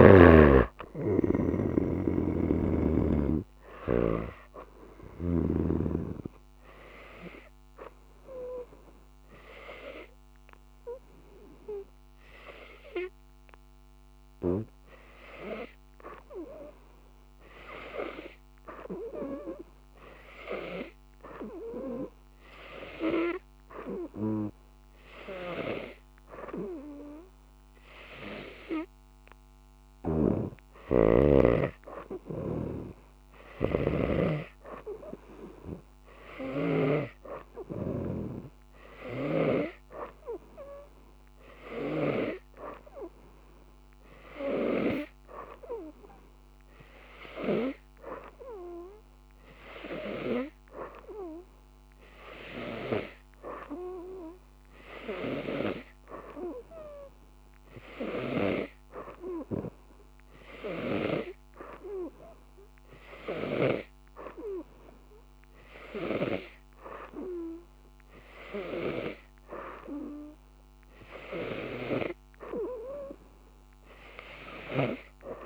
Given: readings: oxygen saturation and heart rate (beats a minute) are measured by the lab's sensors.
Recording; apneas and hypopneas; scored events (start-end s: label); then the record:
breathing in sleep by a microphone on the trachea; none
1.00-5.50 s: snoring (device-marked)
2.50-18.50 s: oxygen desaturation (device-marked, oxygen 92% before, 88% lowest, heart rate 89 before, 89 extreme)
30.00-37.00 s: snoring (device-marked)
37.50-50.50 s: oxygen desaturation (device-marked, oxygen 95% before, 91% lowest, heart rate 90 before, 88 extreme)
From the record:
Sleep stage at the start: N2 (light sleep); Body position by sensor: on the right side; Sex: female